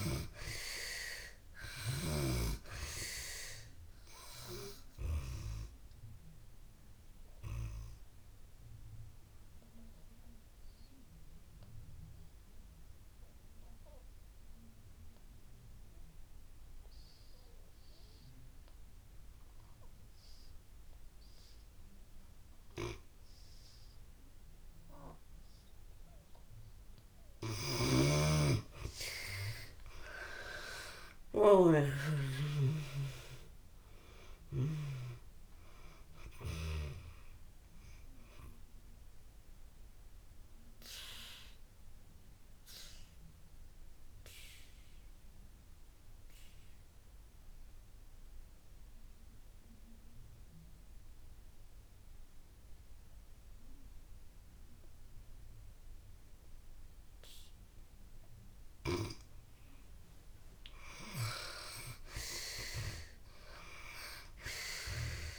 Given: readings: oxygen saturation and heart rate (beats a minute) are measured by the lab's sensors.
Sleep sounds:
breathing in sleep by a room microphone; 2
0.00-1.00 s: arousal
5.50-26.50 s: obstructive apnea (oxygen 95% before, 74% lowest)
7.50-24.50 s: oxygen desaturation (device-marked, oxygen 95% before, 78% lowest)
26.50-58.50 s: oxygen desaturation (device-marked, oxygen 93% before, 74% lowest)
27.50-32.00 s: snoring (device-marked)
28.50-32.00 s: arousal
38.00-58.50 s: obstructive apnea (oxygen 93% before, 74% lowest)
60.00-63.50 s: arousal
60.50-65.39 s: oxygen desaturation (device-marked, oxygen 97% before, 75% lowest)
From the record:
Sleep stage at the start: N2 (light sleep); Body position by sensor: on the back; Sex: female

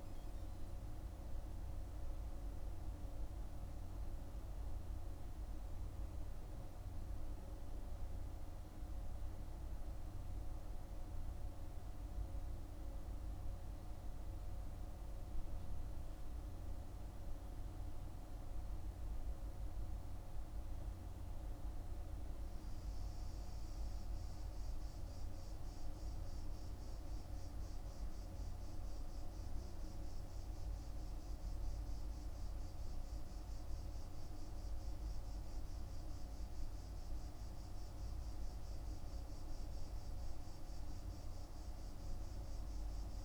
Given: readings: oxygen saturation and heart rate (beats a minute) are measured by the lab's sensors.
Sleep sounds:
breathing in sleep, hard to hear, by a room microphone; none
none scored
From the record:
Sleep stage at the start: N2 (light sleep); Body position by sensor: on the back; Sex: male

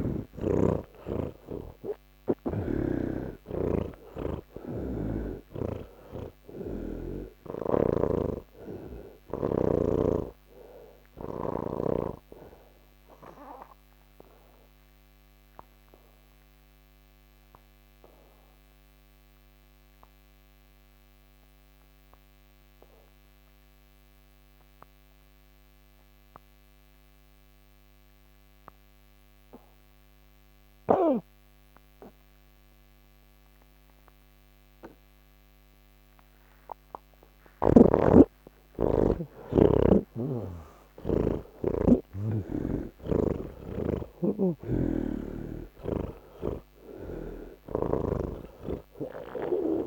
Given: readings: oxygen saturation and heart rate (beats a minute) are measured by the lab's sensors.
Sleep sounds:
breathing in sleep by a microphone on the trachea; 1
0.00-3.00 s: snoring (device-marked)
8.50-22.50 s: oxygen desaturation (device-marked, oxygen 91% before, 77% lowest, heart rate 161 before, 143 extreme)
10.00-37.00 s: obstructive apnea (oxygen 98% before, 77% lowest, heart rate 161 before, 142 extreme, up 16 after)
32.50-49.87 s: oxygen desaturation (device-marked, oxygen 98% before, 80% lowest, heart rate 171 before, 88 extreme)
34.50-49.87 s: new sleep stage, N2 (light sleep)
From the record:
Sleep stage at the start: N1 (lightest sleep); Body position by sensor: on the back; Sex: male

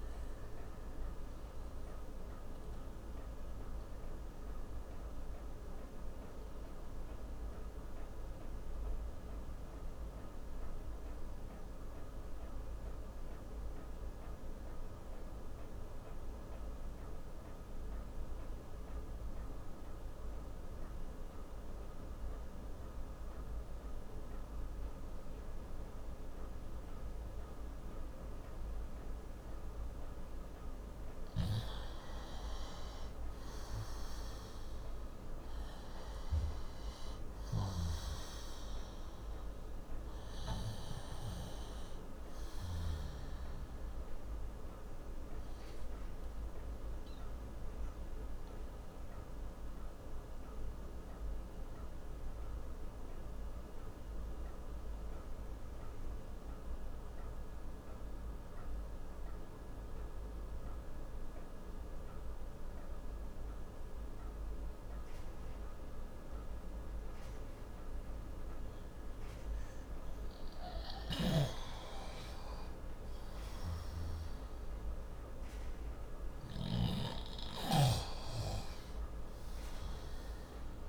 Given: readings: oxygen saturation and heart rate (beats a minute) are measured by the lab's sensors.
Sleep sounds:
breathing in sleep, hard to hear, by a room microphone; 2
0.00-23.00 s: oxygen desaturation (device-marked, oxygen 88% lowest)
0.50-30.00 s: obstructive apnea (oxygen 98% before, 88% lowest)
33.50-37.50 s: arousal
45.00-70.50 s: obstructive apnea (oxygen 98% before, 90% lowest)
48.00-62.00 s: oxygen desaturation (device-marked, oxygen 95% before, 90% lowest)
71.00-77.50 s: snoring (device-marked)
72.00-76.50 s: arousal
79.00-80.89 s: oxygen desaturation (device-marked, oxygen 96% before, 91% lowest)
From the record:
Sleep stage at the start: N2 (light sleep); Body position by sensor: on the left side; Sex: male

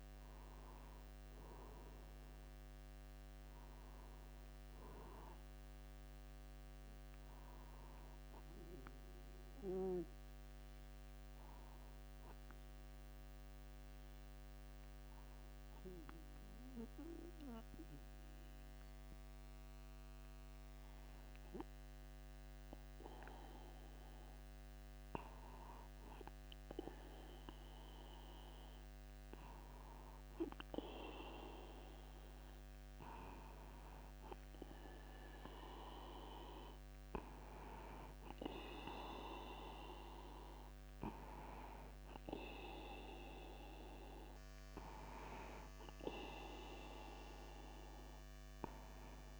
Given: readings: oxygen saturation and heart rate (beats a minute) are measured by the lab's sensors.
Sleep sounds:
breathing in sleep by a microphone on the trachea; 1
14.00-26.50 s: obstructive apnea (oxygen 97% before, 95% lowest)
23.50-25.50 s: long interval between heartbeats (device-marked, heart rate 50 before, 52 extreme)
29.00-32.50 s: arousal
42.00-44.00 s: long interval between heartbeats (device-marked)
From the record:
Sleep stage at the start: N2 (light sleep); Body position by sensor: upright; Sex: male

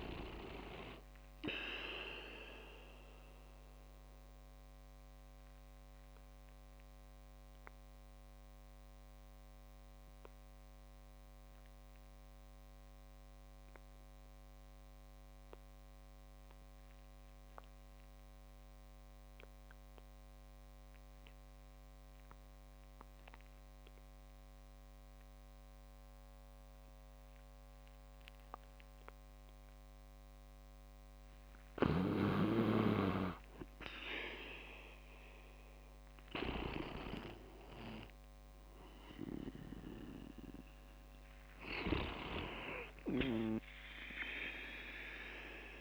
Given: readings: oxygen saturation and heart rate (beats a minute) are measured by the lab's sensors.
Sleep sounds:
breathing in sleep by a microphone on the trachea; 1
0.00-15.00 s: oxygen desaturation (device-marked, oxygen 91% lowest)
4.00-30.00 s: obstructive apnea (oxygen 98% before, 91% lowest)
32.00-37.00 s: snoring (device-marked)
34.50-38.50 s: arousal
From the record:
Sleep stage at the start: REM sleep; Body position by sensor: on the back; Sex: male

